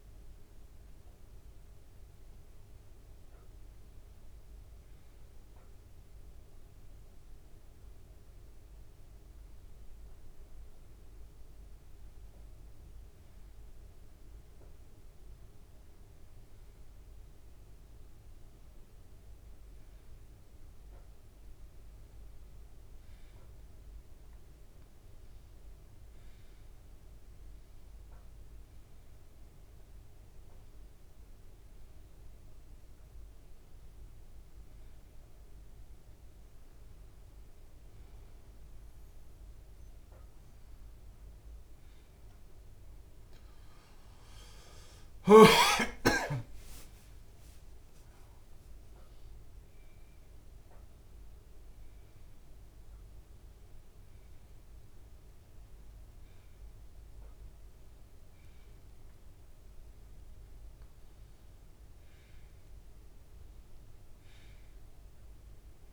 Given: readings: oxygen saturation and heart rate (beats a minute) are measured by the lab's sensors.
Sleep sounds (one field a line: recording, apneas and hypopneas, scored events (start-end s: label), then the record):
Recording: breathing in sleep, hard to hear, by a room microphone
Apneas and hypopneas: none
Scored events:
45.00-49.50 s: arousal
From the record:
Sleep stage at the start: N1 (lightest sleep)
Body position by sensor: on the right side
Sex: male